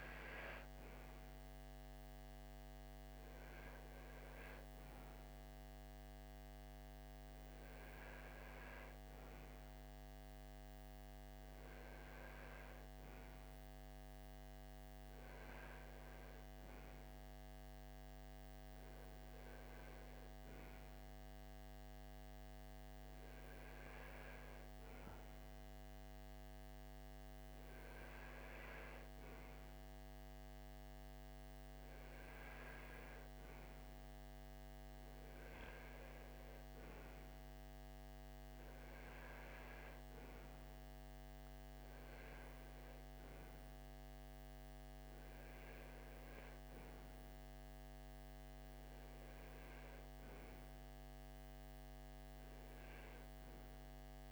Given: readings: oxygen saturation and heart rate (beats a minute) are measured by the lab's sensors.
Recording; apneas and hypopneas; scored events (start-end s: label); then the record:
breathing in sleep, hard to hear, by a microphone on the trachea; none
none scored
From the record:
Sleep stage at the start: REM sleep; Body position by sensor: on the right side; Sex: male